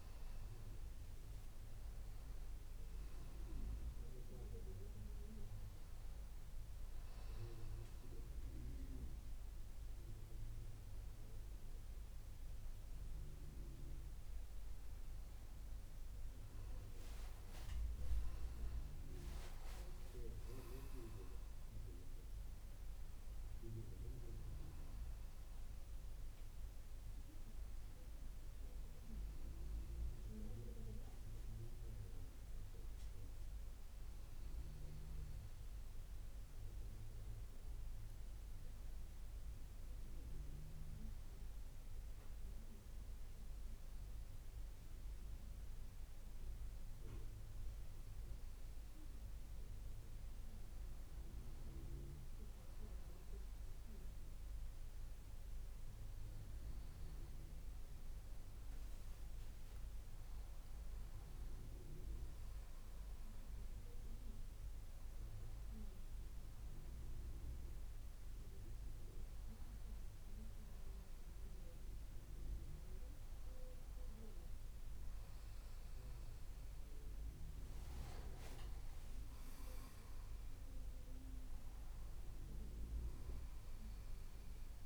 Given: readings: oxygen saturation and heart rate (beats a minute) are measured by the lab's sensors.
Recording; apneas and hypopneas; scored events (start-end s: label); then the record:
a person partly awake in a sleep study, by a room microphone; none
0.00-9.50 s: tachycardia (device-marked)
24.50-84.86 s: new sleep stage, N2 (light sleep)
58.50-60.00 s: leg movement (device-marked)
78.00-82.00 s: arousal
From the record:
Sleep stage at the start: awake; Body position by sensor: on the back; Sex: male